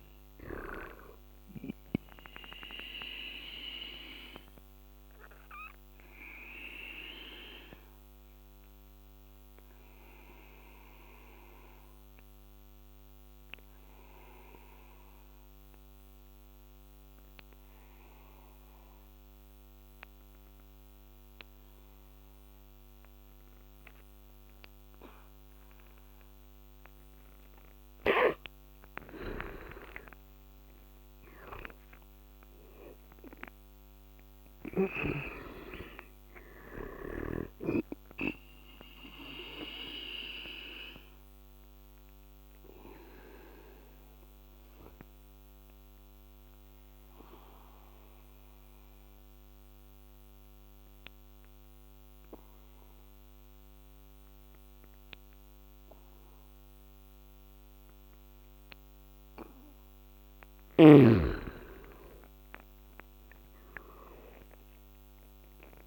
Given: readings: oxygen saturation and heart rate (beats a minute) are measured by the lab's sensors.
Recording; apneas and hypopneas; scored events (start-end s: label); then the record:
breathing in sleep by a microphone on the trachea; 2
0.00-1.00 s: arousal
0.50-24.50 s: oxygen desaturation (device-marked, oxygen 99% before, 86% lowest, heart rate 76 before, 66 extreme)
5.50-26.50 s: obstructive apnea (oxygen 99% before, 81% lowest, heart rate 77 before, 66 extreme, up 15 after)
28.50-32.50 s: arousal
28.50-35.00 s: snoring (device-marked)
35.50-56.50 s: oxygen desaturation (device-marked, oxygen 98% before, 81% lowest, heart rate 72 before, 67 extreme)
38.00-59.00 s: obstructive apnea (oxygen 98% before, 81% lowest, heart rate 73 before, 67 extreme, up 14 after)
60.50-63.50 s: arousal
From the record:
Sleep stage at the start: N2 (light sleep); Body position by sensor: on the back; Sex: male